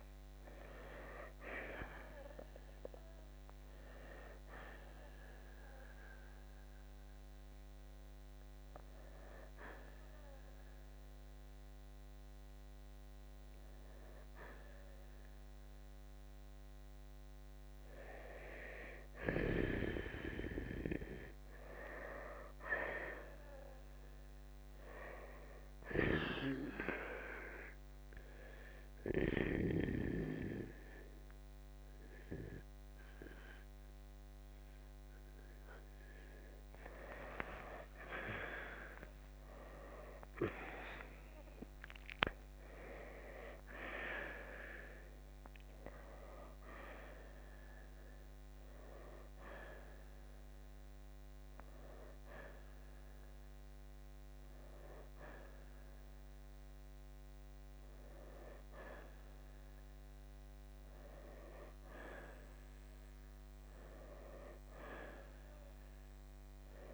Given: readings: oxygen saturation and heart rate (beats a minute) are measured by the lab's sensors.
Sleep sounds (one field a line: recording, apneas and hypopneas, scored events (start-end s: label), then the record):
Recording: breathing in sleep by a microphone on the trachea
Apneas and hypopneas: none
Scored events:
0.00-1.50 s: arousal
20.50-29.50 s: oxygen desaturation (device-marked, oxygen 90% before, 87% lowest, heart rate 68 before, 54 extreme)
35.50-51.50 s: oxygen desaturation (device-marked, oxygen 95% before, 90% lowest, heart rate 62 before, 57 extreme)
38.50-66.94 s: new sleep stage, N1 (lightest sleep)
39.00-43.00 s: arousal
59.50-66.94 s: oxygen desaturation (device-marked, oxygen 92% before, 87% lowest, heart rate 66 before, 60 extreme)
From the record:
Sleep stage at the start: N2 (light sleep)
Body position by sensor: on the right side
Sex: male